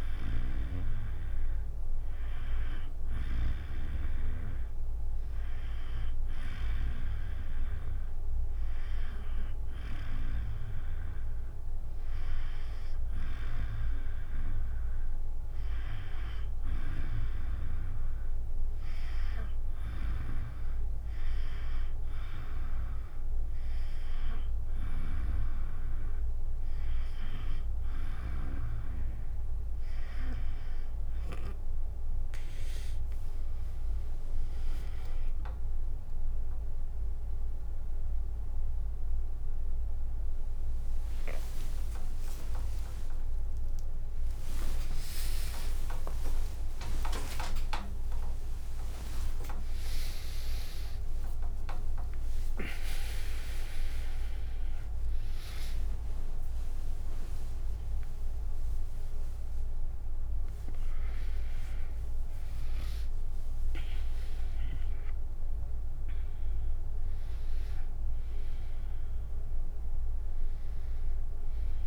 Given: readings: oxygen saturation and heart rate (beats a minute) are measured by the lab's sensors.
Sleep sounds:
a person partly awake in a sleep study, by a room microphone; none
0.00-5.50 s: oxygen desaturation (device-marked, oxygen 94% lowest, heart rate 67 extreme)
27.50-57.50 s: new sleep stage, awake
33.50-39.50 s: drop in pulse transit time (device-marked, heart rate 73 before, 79 extreme)
38.50-68.50 s: tachycardia (device-marked, heart rate 69 before, 163 extreme)
50.50-64.50 s: drop in pulse transit time (device-marked, heart rate 103 before, 109 extreme)
57.50-71.87 s: new sleep stage, N1 (lightest sleep)
From the record:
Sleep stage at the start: N2 (light sleep); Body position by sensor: on the back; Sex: female

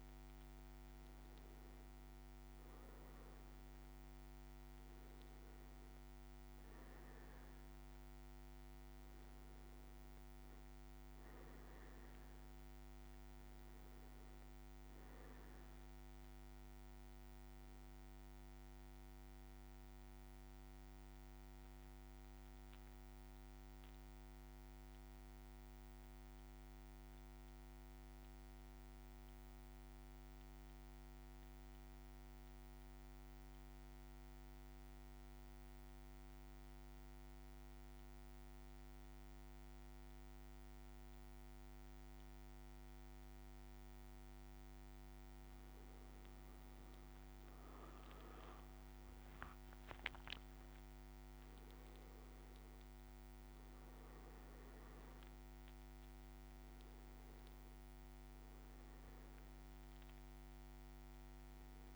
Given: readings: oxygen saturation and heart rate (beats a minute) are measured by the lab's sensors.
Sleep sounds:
breathing in sleep, hard to hear, by a microphone on the trachea; 1
0.00-9.50 s: oxygen desaturation (device-marked, oxygen 93% lowest, heart rate 54 extreme)
11.50-16.00 s: arousal
19.00-45.00 s: mixed apnea (oxygen 100% before, 93% lowest, heart rate 57 before, 54 extreme, up 4 after)
46.00-50.00 s: arousal
47.50-61.96 s: oxygen desaturation (device-marked, oxygen 100% before, 93% lowest, heart rate 57 before, 55 extreme)
From the record:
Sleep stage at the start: N2 (light sleep); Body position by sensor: on the back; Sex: male

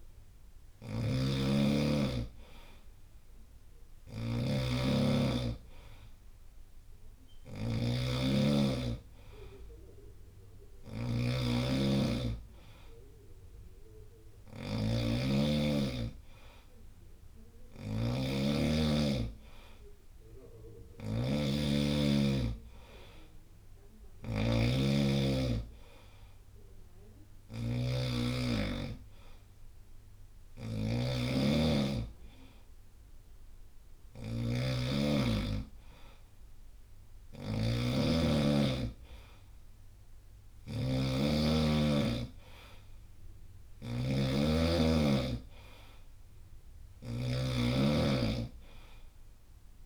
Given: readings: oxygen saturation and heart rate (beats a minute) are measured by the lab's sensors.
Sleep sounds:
breathing in sleep by a room microphone; none
0.00-49.86 s: snoring (device-marked)
From the record:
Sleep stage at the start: N2 (light sleep); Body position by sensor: on the right side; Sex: male

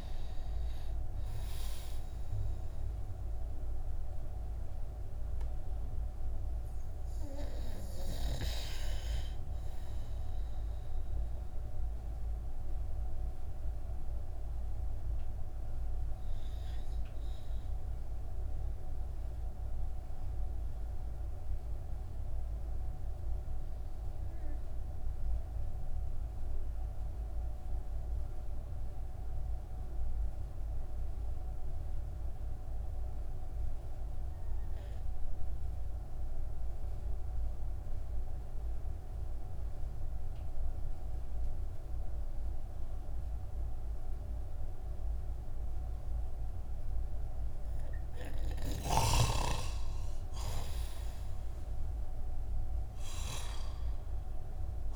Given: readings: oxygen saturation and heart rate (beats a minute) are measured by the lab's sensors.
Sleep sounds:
breathing in sleep by a room microphone; 1
9.00-20.00 s: oxygen desaturation (device-marked, oxygen 94% before, 91% lowest)
13.00-49.50 s: mixed apnea (oxygen 96% before, 91% lowest)
51.00-54.96 s: arousal
From the record:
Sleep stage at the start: N2 (light sleep); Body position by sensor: on the back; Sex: male

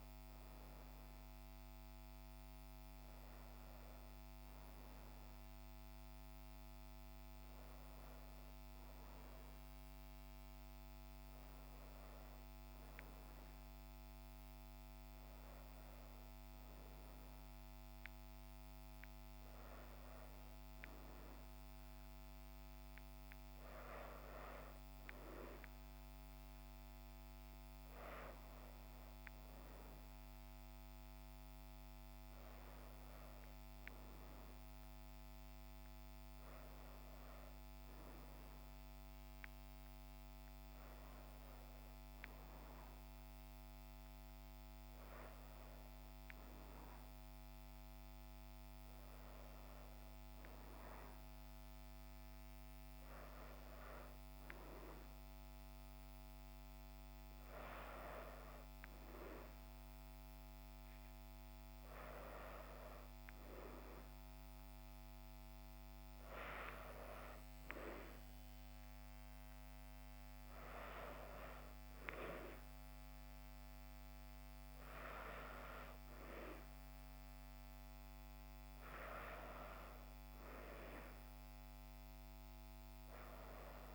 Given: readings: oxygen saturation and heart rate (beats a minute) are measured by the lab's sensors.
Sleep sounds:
breathing in sleep by a microphone on the trachea; none
3.50-83.95 s: new sleep stage, N2 (light sleep)
From the record:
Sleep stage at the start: N1 (lightest sleep); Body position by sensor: on the back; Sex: female

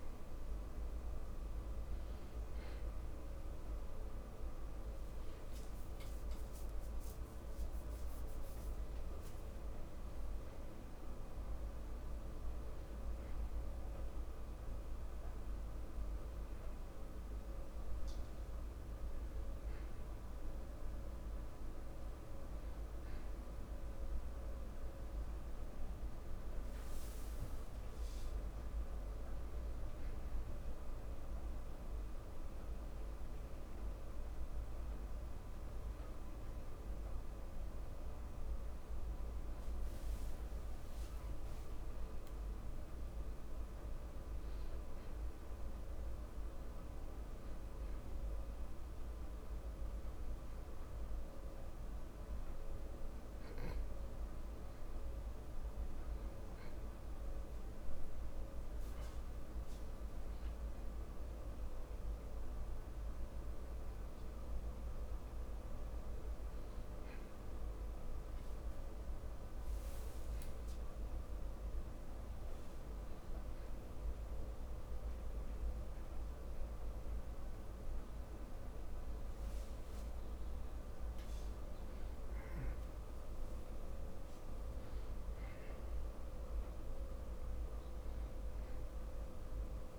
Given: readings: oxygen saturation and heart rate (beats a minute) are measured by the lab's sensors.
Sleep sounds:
a person awake in a sleep study, hard to hear, by a room microphone; none
0.00-17.00 s: oxygen desaturation (device-marked, oxygen 96% before, 93% lowest)
30.00-89.99 s: new sleep stage, awake
From the record:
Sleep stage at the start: N2 (light sleep); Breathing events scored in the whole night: 180 in 3.3 hours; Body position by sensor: on the back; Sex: male

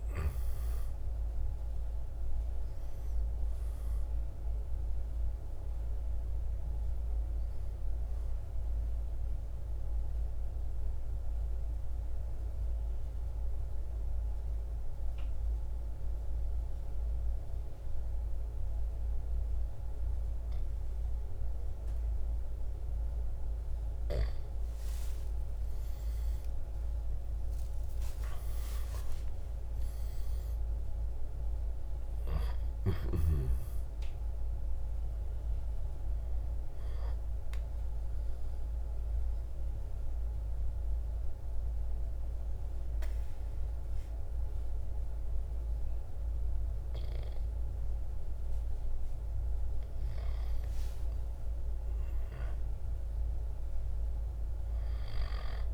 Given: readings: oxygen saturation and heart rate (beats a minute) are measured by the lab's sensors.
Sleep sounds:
breathing in sleep, hard to hear, by a room microphone; 2
7.50-18.50 s: oxygen desaturation (device-marked, oxygen 97% before, 92% lowest, heart rate 61 before, 55 extreme)
9.00-23.50 s: obstructive apnea (oxygen 97% before, 92% lowest, heart rate 61 before, 55 extreme, up 14 after)
26.50-31.50 s: arousal
29.50-40.50 s: drop in pulse transit time (device-marked, heart rate 59 before, 59 extreme)
38.00-48.00 s: obstructive apnea (oxygen 97% before, 92% lowest, heart rate 61 before, 55 extreme, up 5 after)
38.50-50.50 s: oxygen desaturation (device-marked, oxygen 97% before, 93% lowest, heart rate 62 before, 54 extreme)
50.50-54.50 s: arousal
From the record:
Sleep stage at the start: N2 (light sleep); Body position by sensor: on the right side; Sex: male

